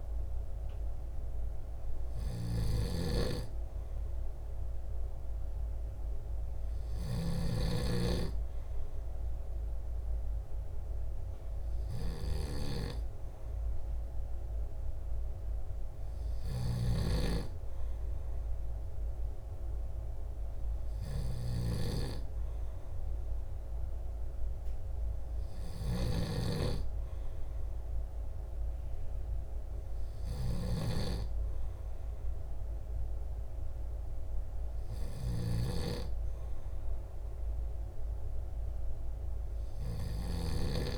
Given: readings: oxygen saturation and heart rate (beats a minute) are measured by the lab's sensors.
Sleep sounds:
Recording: breathing in sleep by a room microphone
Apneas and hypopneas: none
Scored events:
17.00-31.50 s: snoring (device-marked)
From the record:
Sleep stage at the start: N2 (light sleep)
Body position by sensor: on the back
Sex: male

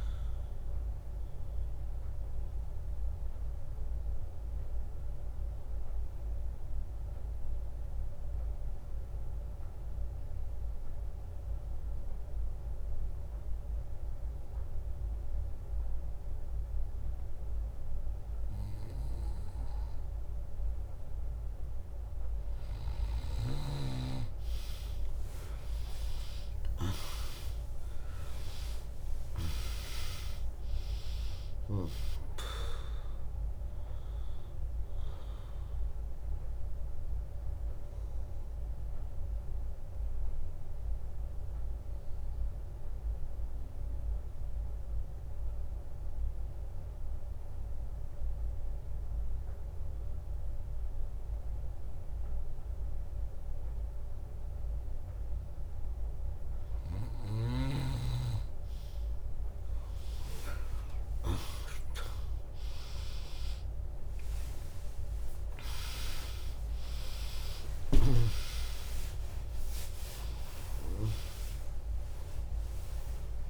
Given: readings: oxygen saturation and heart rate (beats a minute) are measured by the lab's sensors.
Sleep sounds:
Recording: breathing in sleep by a room microphone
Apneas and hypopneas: 2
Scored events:
0.00-9.50 s: drop in pulse transit time (device-marked, heart rate 68 extreme)
3.00-25.00 s: mixed apnea (oxygen 99% before, 95% lowest, heart rate 72 before, 57 extreme, up 3 after)
18.50-24.50 s: bradycardia (device-marked, heart rate 74 before, 57 extreme)
26.50-30.50 s: arousal
28.50-42.50 s: drop in pulse transit time (device-marked, heart rate 71 before, 61 extreme)
28.50-48.50 s: oxygen desaturation (device-marked, oxygen 100% before, 95% lowest, heart rate 71 before, 58 extreme)
37.50-56.00 s: obstructive apnea (oxygen 100% before, 95% lowest, heart rate 67 before, 58 extreme, up 2 after)
53.50-58.50 s: bradycardia (device-marked, heart rate 74 before, 58 extreme)
60.00-65.00 s: arousal
63.50-73.50 s: oxygen desaturation (device-marked, oxygen 100% before, 96% lowest, heart rate 70 before, 61 extreme)
65.50-70.50 s: tachycardia (device-marked, heart rate 74 before, 108 extreme)
65.50-73.50 s: drop in pulse transit time (device-marked, heart rate 68 before, 72 extreme)
67.00-69.00 s: long interval between heartbeats (device-marked, heart rate 67 before, 85 extreme)
From the record:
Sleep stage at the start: N2 (light sleep)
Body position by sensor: on the back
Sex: female

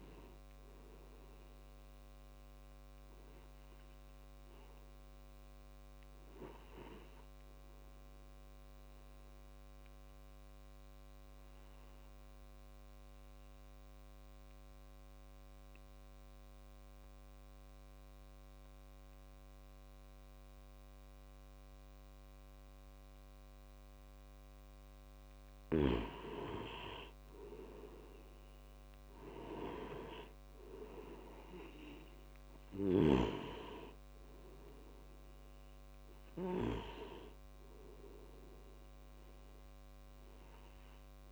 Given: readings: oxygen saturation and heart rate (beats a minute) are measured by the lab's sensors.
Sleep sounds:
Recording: breathing in sleep by a microphone on the trachea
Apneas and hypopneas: 1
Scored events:
0.00-12.50 s: oxygen desaturation (device-marked, oxygen 93% lowest)
9.50-25.50 s: obstructive apnea (oxygen 98% before, 90% lowest)
26.50-30.00 s: arousal
29.50-41.32 s: oxygen desaturation (device-marked, oxygen 97% before, 91% lowest)
From the record:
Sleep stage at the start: N2 (light sleep)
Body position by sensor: on the back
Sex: male

